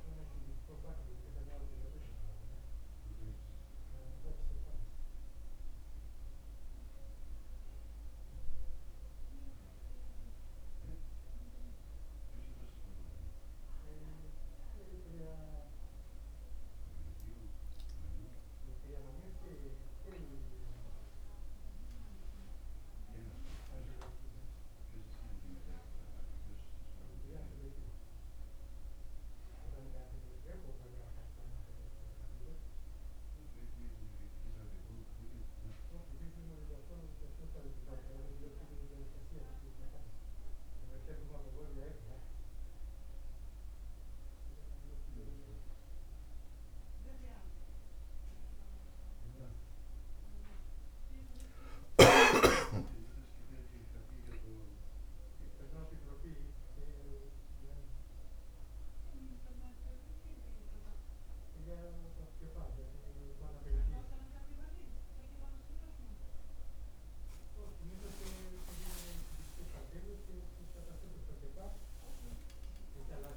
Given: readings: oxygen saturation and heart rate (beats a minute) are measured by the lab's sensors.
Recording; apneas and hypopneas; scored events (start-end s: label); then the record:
a person awake in a sleep study, by a room microphone; none
6.00-73.37 s: new sleep stage, awake
From the record:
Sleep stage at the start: N1 (lightest sleep); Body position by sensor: on the back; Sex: male